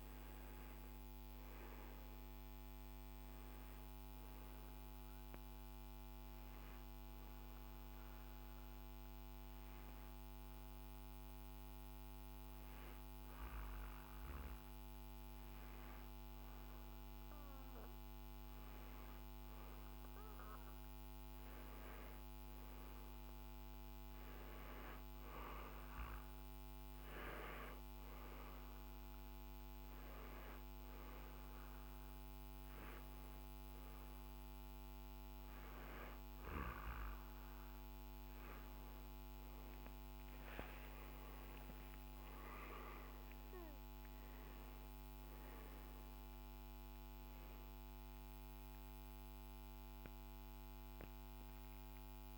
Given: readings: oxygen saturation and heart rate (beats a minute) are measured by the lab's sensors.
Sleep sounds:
breathing in sleep, hard to hear, by a microphone on the trachea; 1
5.00-16.50 s: hypopnea (oxygen 97% before, 94% lowest, heart rate 79 before, 47 extreme, up 6 after)
19.00-23.50 s: arousal
From the record:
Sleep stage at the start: N2 (light sleep); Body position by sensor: on the back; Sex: male

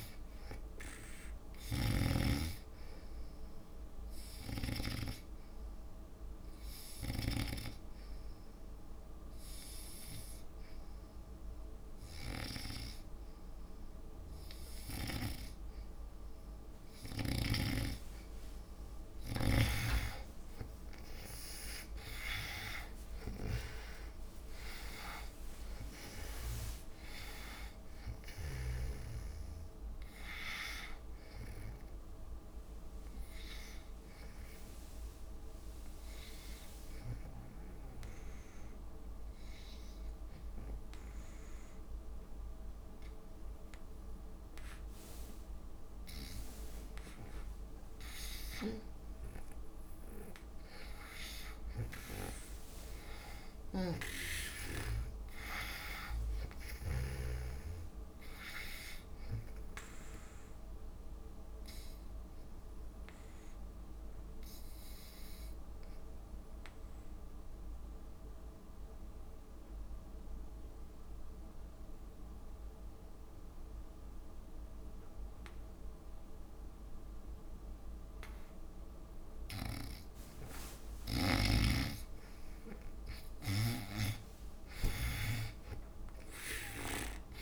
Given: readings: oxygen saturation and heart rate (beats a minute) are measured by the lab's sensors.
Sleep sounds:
breathing in sleep by a room microphone; 3
5.50-16.00 s: hypopnea (oxygen 95% before, 88% lowest)
6.00-16.00 s: oxygen desaturation (device-marked, oxygen 94% before, 88% lowest)
17.50-29.00 s: snoring (device-marked)
20.50-25.00 s: arousal
23.00-39.00 s: oxygen desaturation (device-marked, oxygen 91% before, 88% lowest)
35.00-44.00 s: drop in pulse transit time (device-marked)
37.00-49.00 s: obstructive apnea (oxygen 95% before, 82% lowest)
51.50-55.50 s: arousal
54.00-57.50 s: snoring (device-marked)
54.00-67.00 s: oxygen desaturation (device-marked, oxygen 98% before, 92% lowest)
61.00-80.00 s: obstructive apnea (oxygen 98% before, 82% lowest)
77.00-87.41 s: oxygen desaturation (device-marked, oxygen 97% before, 82% lowest)
82.00-86.00 s: arousal
82.00-87.41 s: snoring (device-marked)
From the record:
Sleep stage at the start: N2 (light sleep); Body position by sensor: on the back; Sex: female

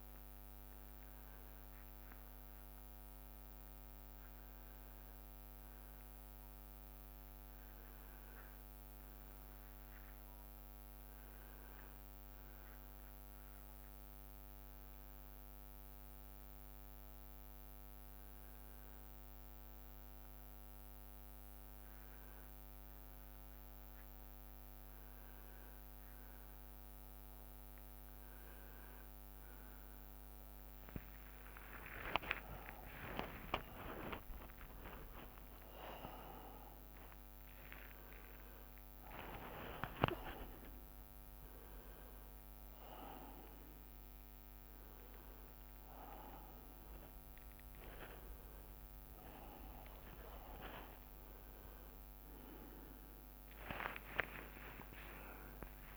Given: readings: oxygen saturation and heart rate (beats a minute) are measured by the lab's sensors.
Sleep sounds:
a person awake in a sleep study, by a microphone on the trachea; none
27.00-36.00 s: leg movement (device-marked)
48.00-51.50 s: leg movement (device-marked)
53.50-55.97 s: leg movement (device-marked)
From the record:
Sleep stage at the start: awake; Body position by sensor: on the right side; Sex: male

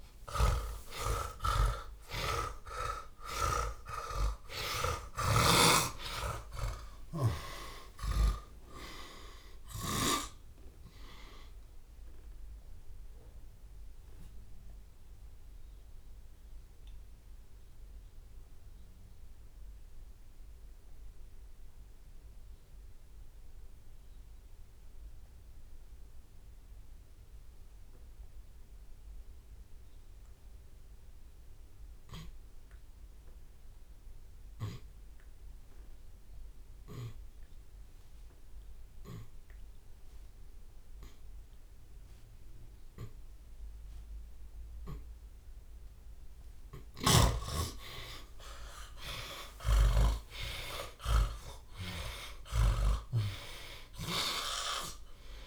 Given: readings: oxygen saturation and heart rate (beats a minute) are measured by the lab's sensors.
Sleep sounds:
breathing in sleep by a room microphone; 1
0.00-3.50 s: snoring (device-marked)
0.00-5.50 s: arousal
0.00-9.50 s: drop in pulse transit time (device-marked, heart rate 89 extreme)
0.00-17.50 s: tachycardia (device-marked, heart rate 170 extreme)
1.00-3.00 s: long interval between heartbeats (device-marked, heart rate 64 before, 127 extreme)
4.00-6.00 s: long interval between heartbeats (device-marked, heart rate 76 before, 166 extreme)
8.00-10.00 s: long interval between heartbeats (device-marked, heart rate 96 before, 156 extreme)
15.50-45.50 s: obstructive apnea (oxygen 95% before, 64% lowest)
25.50-27.50 s: long interval between heartbeats (device-marked)
27.50-44.50 s: oxygen desaturation (device-marked, oxygen 96% before, 78% lowest, heart rate 108 before, 39 extreme)
30.50-35.50 s: drop in pulse transit time (device-marked, heart rate 90 before, 33 extreme)
42.00-44.00 s: long interval between heartbeats (device-marked, heart rate 36 before, 57 extreme)
44.50-52.50 s: tachycardia (device-marked, heart rate 57 before, 137 extreme)
45.00-47.00 s: long interval between heartbeats (device-marked, heart rate 44 before, 75 extreme)
46.50-55.47 s: snoring (device-marked)
48.00-53.00 s: arousal
48.50-50.50 s: long interval between heartbeats (device-marked, heart rate 57 before, 128 extreme)
51.50-55.47 s: drop in pulse transit time (device-marked, heart rate 71 before, 58 extreme)
52.50-54.50 s: long interval between heartbeats (device-marked, heart rate 76 before, 130 extreme)
From the record:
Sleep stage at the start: N2 (light sleep); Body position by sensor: on the back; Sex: male

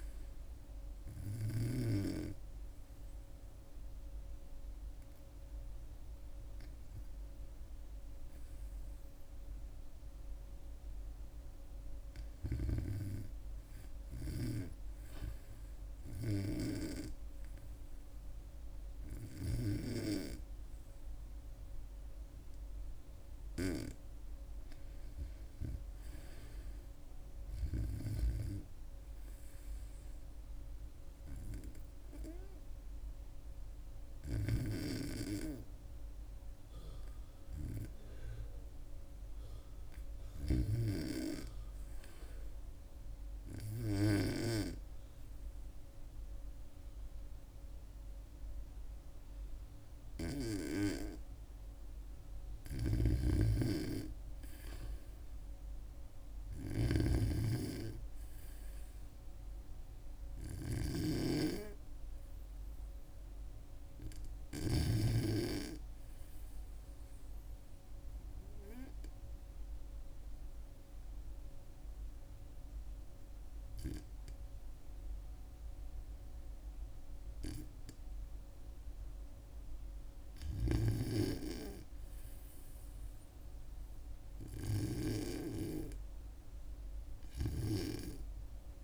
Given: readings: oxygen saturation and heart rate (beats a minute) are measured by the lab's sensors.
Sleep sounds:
breathing in sleep by a room microphone; 2
31.00-41.50 s: hypopnea (oxygen 96% before, 84% lowest, heart rate 72 before, 70 extreme, up 3 after)
44.50-47.50 s: arousal
52.50-61.00 s: snoring (device-marked)
61.00-70.00 s: oxygen desaturation (device-marked, oxygen 93% before, 88% lowest, heart rate 73 before, 69 extreme)
68.00-80.00 s: obstructive apnea (oxygen 94% before, 84% lowest, heart rate 72 before, 69 extreme)
83.00-86.00 s: arousal
From the record:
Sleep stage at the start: REM sleep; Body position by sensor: on the back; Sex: female

